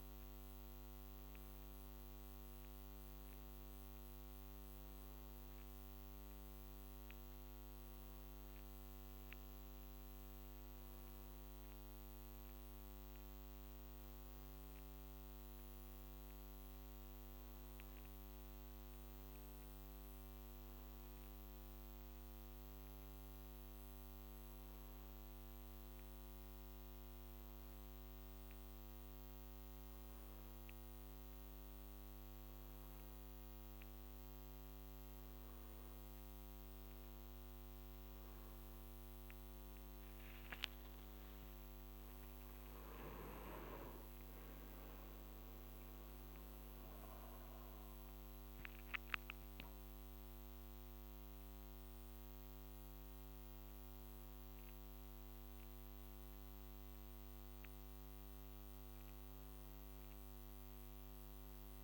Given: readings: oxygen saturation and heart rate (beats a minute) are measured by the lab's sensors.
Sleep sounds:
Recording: breathing in sleep, hard to hear, by a microphone on the trachea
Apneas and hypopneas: none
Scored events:
none scored
From the record:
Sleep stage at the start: N1 (lightest sleep)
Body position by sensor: on the back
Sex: male

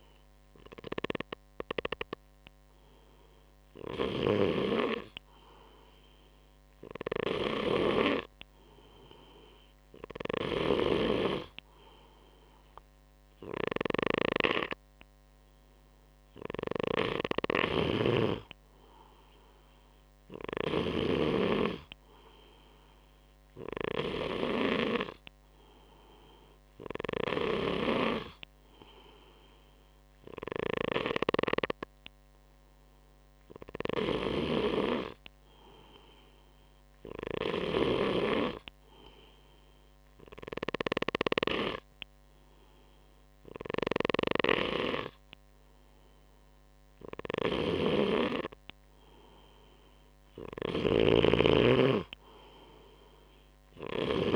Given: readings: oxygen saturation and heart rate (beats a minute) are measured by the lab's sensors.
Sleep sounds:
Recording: breathing in sleep by a microphone on the trachea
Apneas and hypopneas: 1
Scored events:
0.00-12.00 s: oxygen desaturation (device-marked, oxygen 94% lowest, heart rate 61 extreme)
10.00-20.50 s: snoring (device-marked)
37.00-50.00 s: hypopnea (oxygen 96% before, 94% lowest, heart rate 63 before, 63 extreme, up 1 after)
43.50-54.36 s: snoring (device-marked)
52.50-54.36 s: arousal
From the record:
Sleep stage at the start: N2 (light sleep)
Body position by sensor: on the right side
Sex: male

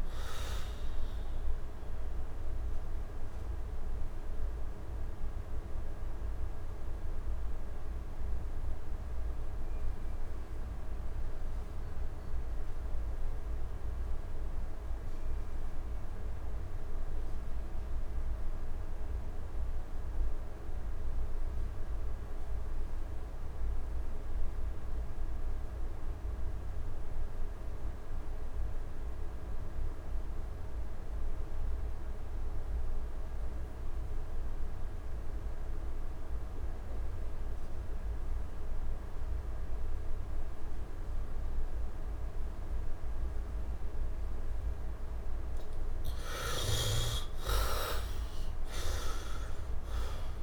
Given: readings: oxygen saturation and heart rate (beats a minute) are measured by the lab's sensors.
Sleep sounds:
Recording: breathing in sleep, hard to hear, by a room microphone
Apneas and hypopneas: 1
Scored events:
0.00-22.50 s: oxygen desaturation (device-marked, oxygen 40% lowest, heart rate 63 extreme)
2.50-42.00 s: mixed apnea (heart rate 75 before, 61 extreme, up 11 after)
24.50-50.43 s: oxygen desaturation (device-marked, heart rate 72 before, 61 extreme)
45.00-49.50 s: arousal
From the record:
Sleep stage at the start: N2 (light sleep)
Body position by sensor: on the right side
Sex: male

